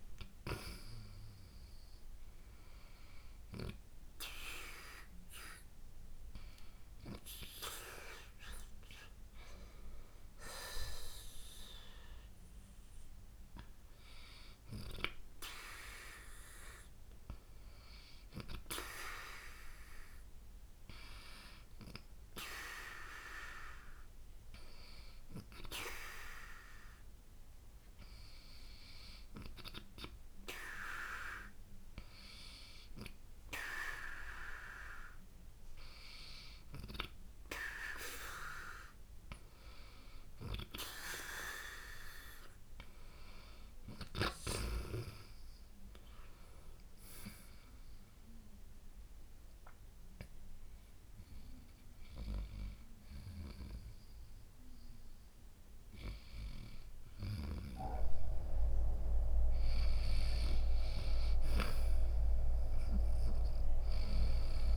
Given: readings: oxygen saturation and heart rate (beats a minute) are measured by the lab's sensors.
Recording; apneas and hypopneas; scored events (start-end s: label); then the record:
breathing in sleep by a room microphone; none
14.50-30.50 s: oxygen desaturation (device-marked, oxygen 92% before, 88% lowest, heart rate 63 before, 56 extreme)
47.00-50.50 s: arousal
From the record:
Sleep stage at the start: N2 (light sleep); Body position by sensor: on the right side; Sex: male